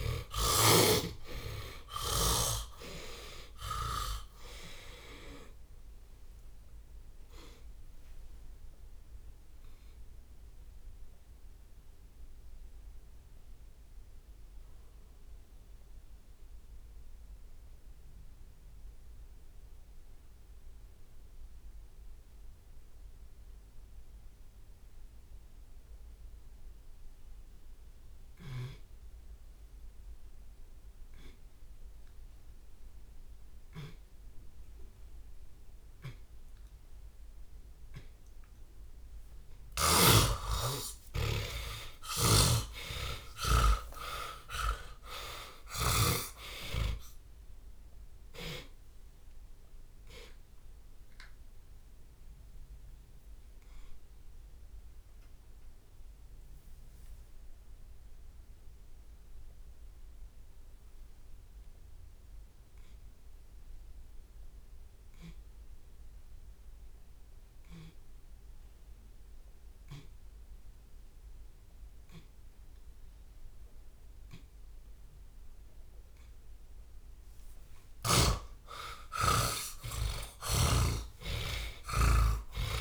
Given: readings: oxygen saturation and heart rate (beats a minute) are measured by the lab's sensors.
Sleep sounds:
breathing in sleep by a room microphone; 2
0.00-2.00 s: arousal
6.00-23.00 s: oxygen desaturation (device-marked, oxygen 94% before, 82% lowest)
12.00-37.00 s: hypopnea (oxygen 96% before, 82% lowest)
38.00-40.00 s: long interval between heartbeats (device-marked)
39.00-43.50 s: arousal
40.00-67.00 s: tachycardia (device-marked, heart rate 57 before, 146 extreme)
41.50-43.50 s: long interval between heartbeats (device-marked)
42.00-46.00 s: snoring (device-marked)
44.00-46.00 s: long interval between heartbeats (device-marked, heart rate 32 before, 116 extreme)
49.00 s: drop in pulse transit time (device-marked)
51.00-74.50 s: hypopnea (oxygen 97% before, 82% lowest)
64.00-82.81 s: oxygen desaturation (device-marked, oxygen 96% before, 82% lowest)
71.00-73.00 s: long interval between heartbeats (device-marked, heart rate 119 before, 44 extreme)
72.00-82.00 s: drop in pulse transit time (device-marked, heart rate 116 before, 28 extreme)
78.00-82.81 s: arousal
78.00-82.81 s: tachycardia (device-marked, heart rate 60 before, 115 extreme)
80.00-82.81 s: snoring (device-marked)
81.00-82.81 s: long interval between heartbeats (device-marked, heart rate 86 before, 104 extreme)
From the record:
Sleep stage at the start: N2 (light sleep); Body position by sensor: on the back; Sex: male

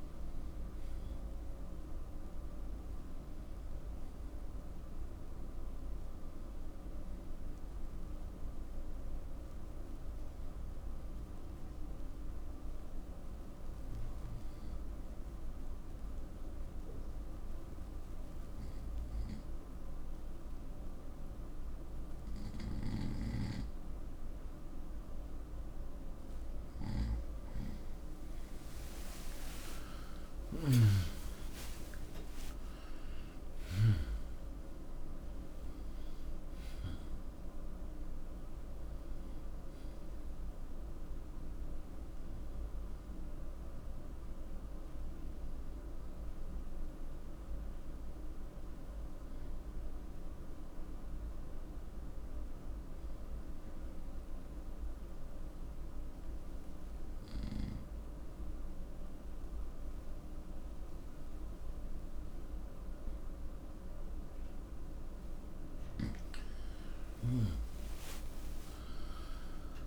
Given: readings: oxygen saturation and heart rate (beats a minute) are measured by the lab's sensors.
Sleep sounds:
breathing in sleep by a room microphone; 2
0.00-12.50 s: oxygen desaturation (device-marked, oxygen 91% lowest, heart rate 70 extreme)
11.00-26.00 s: obstructive apnea (oxygen 97% before, 91% lowest, heart rate 85 before, 70 extreme, up 22 after)
29.50-52.50 s: oxygen desaturation (device-marked, oxygen 96% before, 92% lowest, heart rate 76 before, 74 extreme)
30.50-35.50 s: arousal
50.50-65.50 s: obstructive apnea (oxygen 96% before, 91% lowest, heart rate 85 before, 74 extreme, up 5 after)
65.50-69.87 s: oxygen desaturation (device-marked, oxygen 96% before, 91% lowest, heart rate 81 before, 74 extreme)
68.00-69.87 s: arousal
From the record:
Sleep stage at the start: N2 (light sleep); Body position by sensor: on the right side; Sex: male

